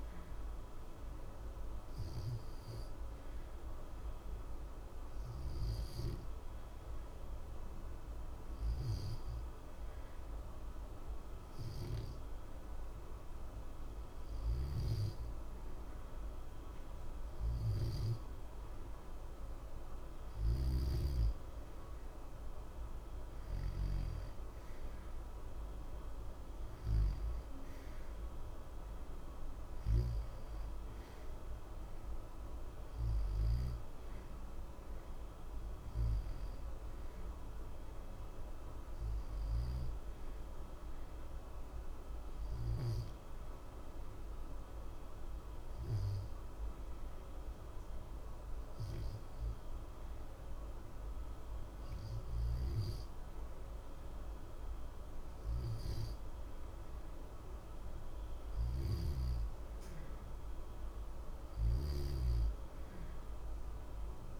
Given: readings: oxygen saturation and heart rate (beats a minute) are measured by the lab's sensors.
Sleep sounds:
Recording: breathing in sleep, hard to hear, by a room microphone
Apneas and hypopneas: 2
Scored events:
1.50-14.00 s: obstructive apnea (oxygen 90% before, 88% lowest, heart rate 60 before, 60 extreme, up 0 after)
15.50-18.00 s: arousal
39.50-56.50 s: obstructive apnea (oxygen 91% before, 88% lowest, heart rate 60 before, 60 extreme, up 0 after)
58.00-62.00 s: arousal
From the record:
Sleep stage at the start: N2 (light sleep)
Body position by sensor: on the back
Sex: male

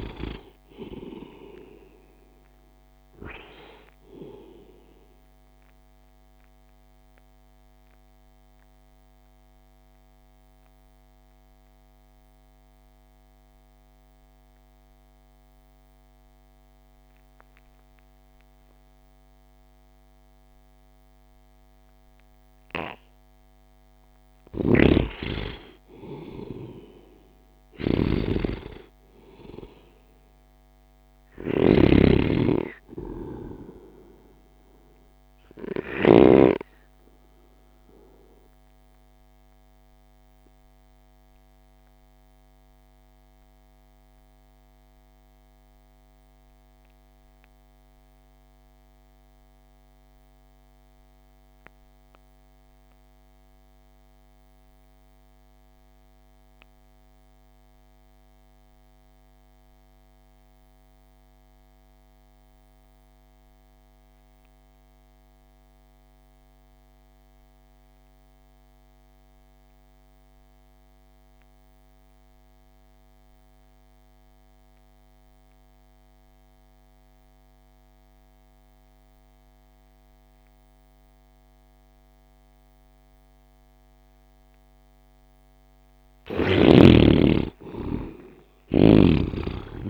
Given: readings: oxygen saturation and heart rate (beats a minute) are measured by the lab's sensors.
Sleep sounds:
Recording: breathing in sleep by a microphone on the trachea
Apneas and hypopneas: 2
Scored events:
0.00-18.00 s: oxygen desaturation (device-marked, oxygen 51% lowest)
6.50-23.50 s: mixed apnea (oxygen 78% before, 51% lowest)
24.50-36.50 s: snoring (device-marked)
25.50-29.00 s: arousal
31.00-48.00 s: oxygen desaturation (device-marked, oxygen 99% before, 77% lowest)
38.50-85.50 s: obstructive apnea (oxygen 99% before, 61% lowest)
56.00-89.90 s: oxygen desaturation (device-marked, oxygen 98% before, 61% lowest)
88.50-89.90 s: arousal
From the record:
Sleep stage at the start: REM sleep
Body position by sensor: on the right side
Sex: male

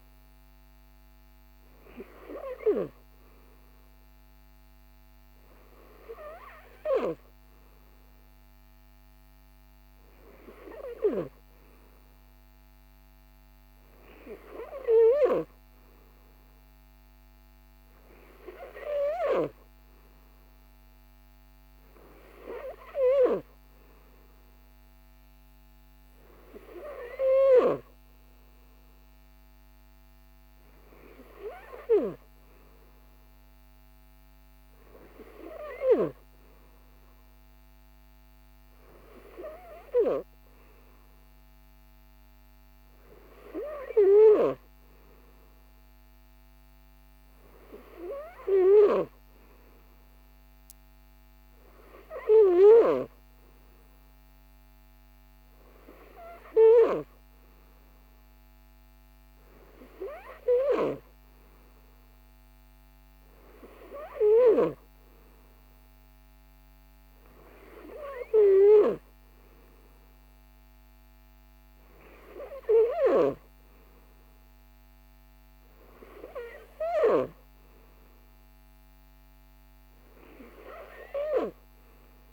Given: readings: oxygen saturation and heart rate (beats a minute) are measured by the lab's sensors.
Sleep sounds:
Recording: breathing in sleep by a microphone on the trachea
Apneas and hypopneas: none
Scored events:
none scored
From the record:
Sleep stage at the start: N3 (deep sleep)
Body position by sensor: on the right side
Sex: male

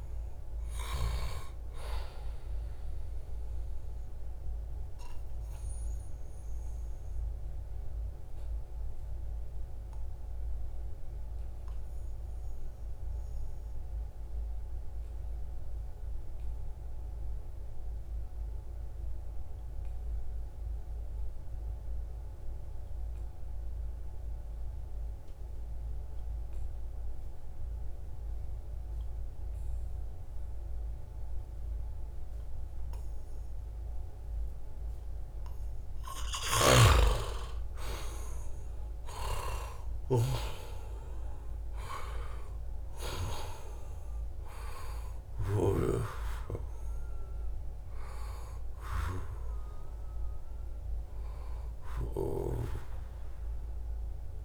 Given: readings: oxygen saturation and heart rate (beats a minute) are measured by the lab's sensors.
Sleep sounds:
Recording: breathing in sleep by a room microphone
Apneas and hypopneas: 1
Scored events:
0.00-12.00 s: oxygen desaturation (device-marked, oxygen 87% lowest, heart rate 63 extreme)
4.50-35.50 s: obstructive apnea (oxygen 96% before, 87% lowest, heart rate 72 before, 67 extreme, up 9 after)
31.00-54.45 s: oxygen desaturation (device-marked, oxygen 97% before, 88% lowest, heart rate 70 before, 66 extreme)
36.00-40.00 s: snoring (device-marked)
36.50-39.50 s: arousal
From the record:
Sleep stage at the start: N2 (light sleep)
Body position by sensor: on the back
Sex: male

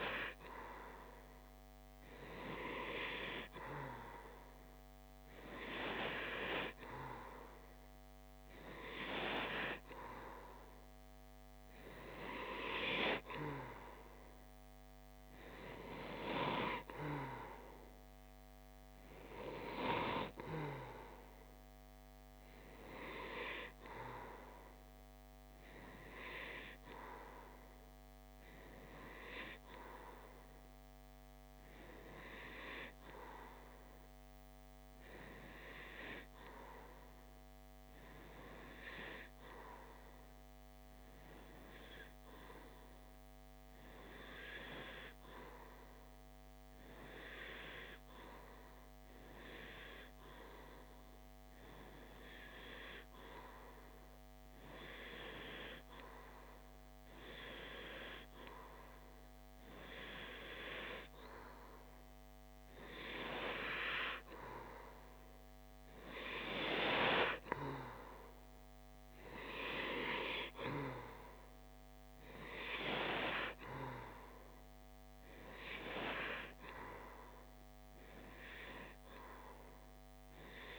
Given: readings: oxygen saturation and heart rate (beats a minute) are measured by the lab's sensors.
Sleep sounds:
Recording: breathing in sleep by a microphone on the trachea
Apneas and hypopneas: 1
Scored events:
32.00-59.00 s: obstructive apnea (oxygen 94% before, 93% lowest, heart rate 66 before, 54 extreme, up 6 after)
61.00-65.00 s: arousal
From the record:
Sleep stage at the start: REM sleep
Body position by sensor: on the back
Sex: male

